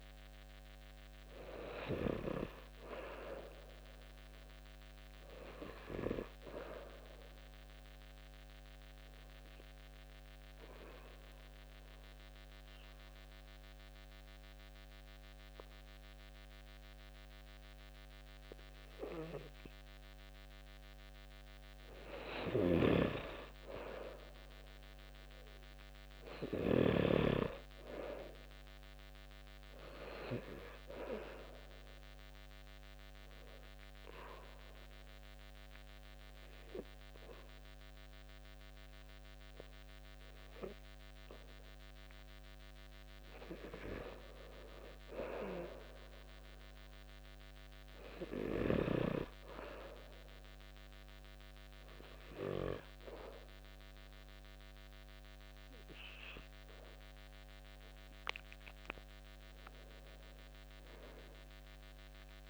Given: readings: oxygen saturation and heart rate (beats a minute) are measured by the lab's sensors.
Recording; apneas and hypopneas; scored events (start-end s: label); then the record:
breathing in sleep by a microphone on the trachea; 2
0.00-3.50 s: arousal
5.50-13.50 s: oxygen desaturation (device-marked, oxygen 95% before, 91% lowest, heart rate 70 before, 67 extreme)
10.50-22.00 s: obstructive apnea (oxygen 95% before, 89% lowest, heart rate 71 before, 67 extreme, up 2 after)
22.00-27.00 s: snoring (device-marked)
24.50-28.00 s: arousal
24.50-46.50 s: oxygen desaturation (device-marked, oxygen 92% before, 89% lowest, heart rate 71 before, 66 extreme)
32.50-42.50 s: obstructive apnea (oxygen 94% before, 89% lowest, heart rate 71 before, 66 extreme, up 9 after)
45.50-48.00 s: arousal
48.50-62.50 s: oxygen desaturation (device-marked, oxygen 95% before, 89% lowest, heart rate 71 before, 65 extreme)
From the record:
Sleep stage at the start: N2 (light sleep); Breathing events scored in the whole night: 277 in 3.8 hours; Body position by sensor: on the back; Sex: male